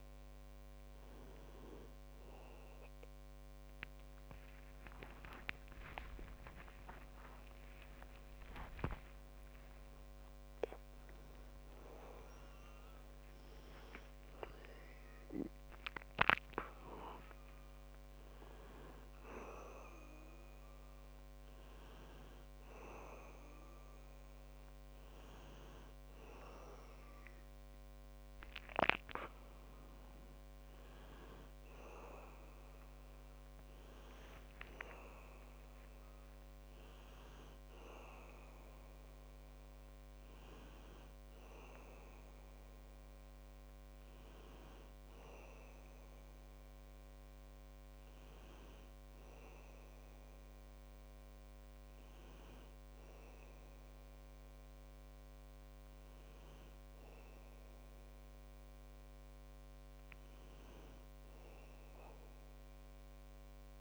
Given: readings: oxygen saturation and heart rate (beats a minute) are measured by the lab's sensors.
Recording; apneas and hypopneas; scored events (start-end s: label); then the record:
a person awake in a sleep study, by a microphone on the trachea; none
47.00-63.81 s: new sleep stage, N1 (lightest sleep)
From the record:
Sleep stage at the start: awake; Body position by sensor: on the back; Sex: male